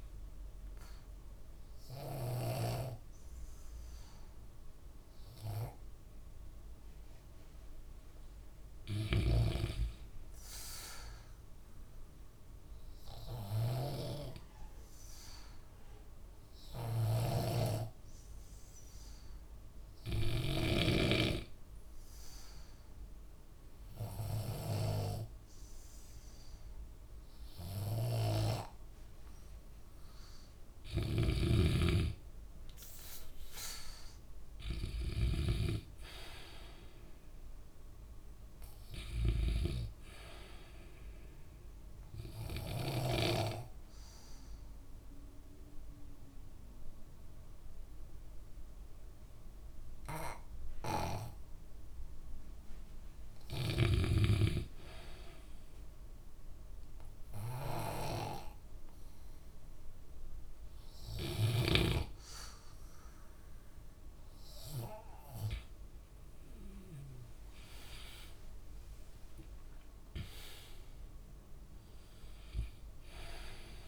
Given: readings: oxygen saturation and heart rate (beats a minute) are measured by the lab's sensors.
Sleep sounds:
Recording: breathing in sleep by a room microphone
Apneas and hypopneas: 2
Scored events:
0.00-1.50 s: oxygen desaturation (device-marked, oxygen 92% lowest, heart rate 64 extreme)
8.00-11.00 s: arousal
13.00-30.00 s: obstructive apnea (oxygen 96% before, 90% lowest, heart rate 67 before, 64 extreme, up 8 after)
31.50-36.00 s: snoring (device-marked)
32.00-34.50 s: arousal
32.50-44.50 s: oxygen desaturation (device-marked, oxygen 94% before, 90% lowest, heart rate 67 before, 63 extreme)
42.00-53.50 s: obstructive apnea (oxygen 95% before, 91% lowest, heart rate 68 before, 63 extreme, up 5 after)
55.00-58.00 s: arousal
59.50-71.50 s: oxygen desaturation (device-marked, oxygen 95% before, 92% lowest, heart rate 68 before, 61 extreme)
From the record:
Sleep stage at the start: N2 (light sleep)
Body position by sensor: on the back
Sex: male

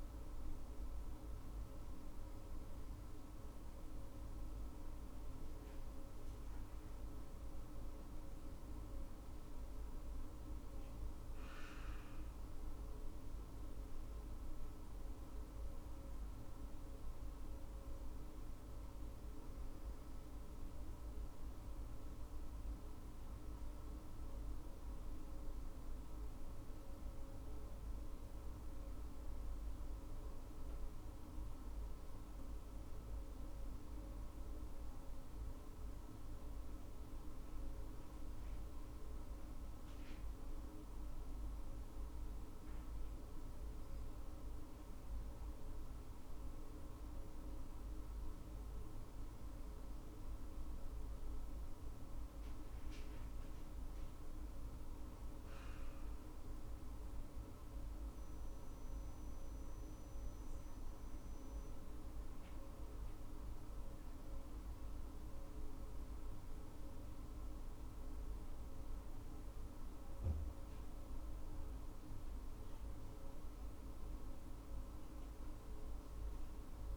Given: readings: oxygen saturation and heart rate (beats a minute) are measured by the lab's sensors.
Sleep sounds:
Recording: breathing in sleep, hard to hear, by a room microphone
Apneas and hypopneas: none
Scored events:
none scored
From the record:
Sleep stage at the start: N2 (light sleep)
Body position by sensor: on the back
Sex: female

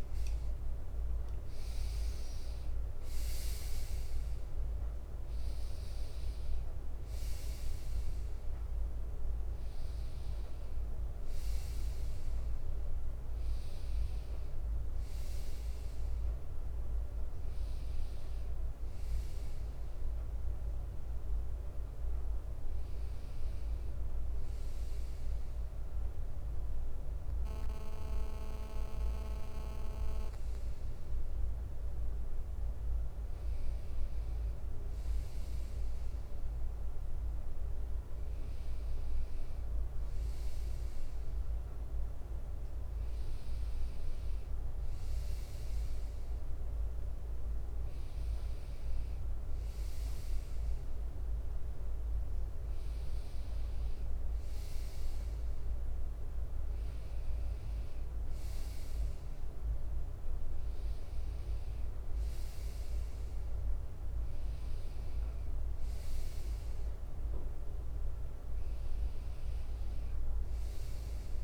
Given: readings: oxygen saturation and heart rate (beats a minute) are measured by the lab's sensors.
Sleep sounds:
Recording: breathing in sleep, hard to hear, by a room microphone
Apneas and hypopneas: none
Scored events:
0.00-3.00 s: arousal
6.50-20.50 s: bradycardia (device-marked, heart rate 62 before, 58 extreme)
7.00-11.50 s: leg movement (device-marked)
26.50-29.50 s: leg movement (device-marked)
42.00-47.50 s: leg movement (device-marked)
64.50-66.50 s: bradycardia (device-marked, heart rate 62 before, 61 extreme)
65.50-71.44 s: leg movement (device-marked)
From the record:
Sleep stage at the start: N2 (light sleep)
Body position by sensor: on the right side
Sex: male

